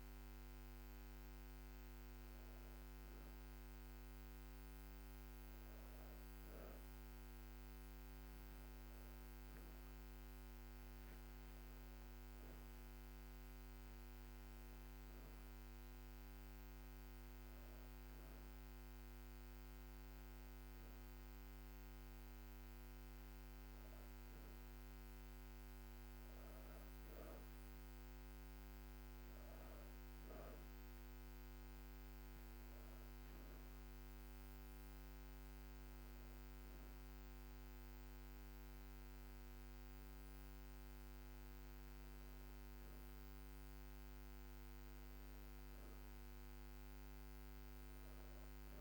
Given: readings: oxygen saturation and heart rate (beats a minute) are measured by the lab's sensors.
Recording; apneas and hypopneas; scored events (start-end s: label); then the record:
breathing in sleep, hard to hear, by a microphone on the trachea; none
none scored
From the record:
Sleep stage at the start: N2 (light sleep); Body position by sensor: on the back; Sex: female